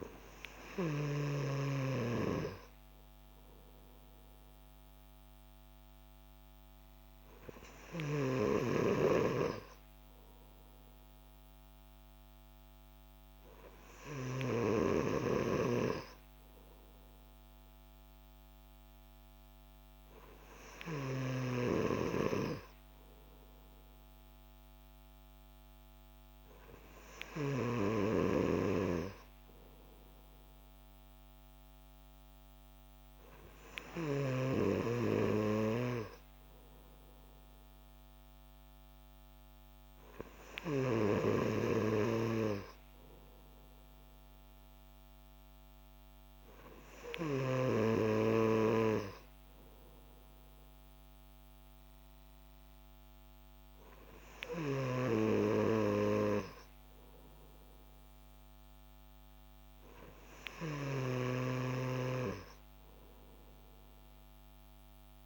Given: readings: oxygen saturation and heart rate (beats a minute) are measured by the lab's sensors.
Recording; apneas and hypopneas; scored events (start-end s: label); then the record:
breathing in sleep by a microphone on the trachea; none
none scored
From the record:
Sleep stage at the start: N3 (deep sleep); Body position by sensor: on the back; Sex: male